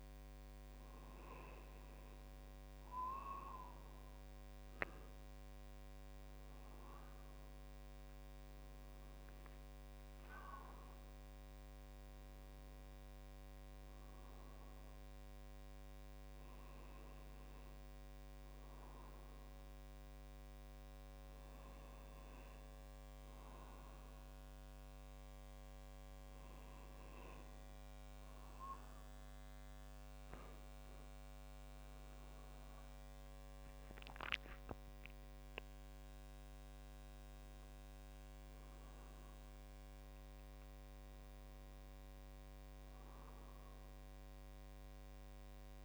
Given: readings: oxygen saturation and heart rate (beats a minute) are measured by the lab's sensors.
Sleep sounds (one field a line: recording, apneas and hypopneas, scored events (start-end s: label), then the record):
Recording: breathing in sleep by a microphone on the trachea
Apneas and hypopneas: none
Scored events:
5.00-9.00 s: arousal
8.50-10.50 s: long interval between heartbeats (device-marked, heart rate 50 before, 61 extreme)
18.50-45.85 s: new sleep stage, N1 (lightest sleep)
From the record:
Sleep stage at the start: N2 (light sleep)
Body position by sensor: on the right side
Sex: male